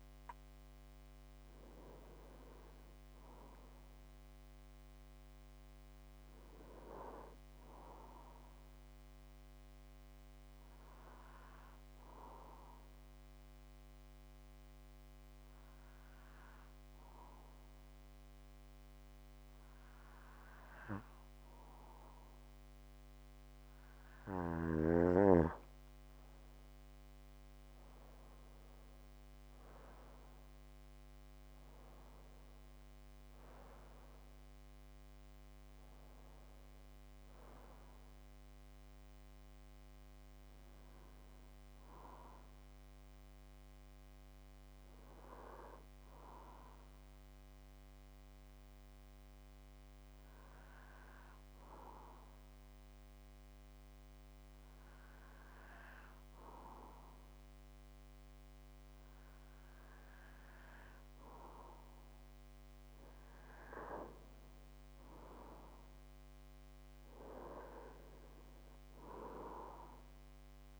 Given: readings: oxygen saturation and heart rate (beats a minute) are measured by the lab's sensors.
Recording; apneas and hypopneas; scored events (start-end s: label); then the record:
breathing in sleep by a microphone on the trachea; 2
12.50-24.50 s: obstructive apnea (oxygen 96% before, 90% lowest)
26.50-52.50 s: oxygen desaturation (device-marked, oxygen 95% before, 90% lowest)
27.00-31.00 s: arousal
46.50-59.00 s: hypopnea (oxygen 95% before, 92% lowest)
61.50-66.00 s: arousal
From the record:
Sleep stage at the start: N2 (light sleep); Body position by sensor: on the back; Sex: male